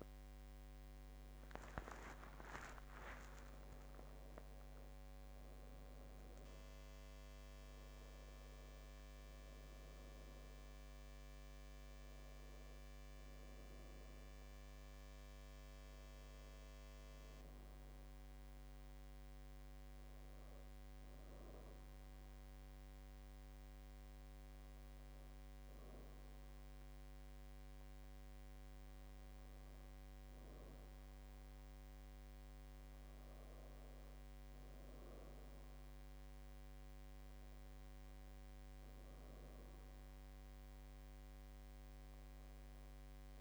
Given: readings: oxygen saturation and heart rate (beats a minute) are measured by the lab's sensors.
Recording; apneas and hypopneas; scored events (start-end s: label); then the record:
breathing in sleep, hard to hear, by a microphone on the trachea; none
3.00-8.00 s: arousal
From the record:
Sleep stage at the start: N2 (light sleep); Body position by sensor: on the back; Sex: female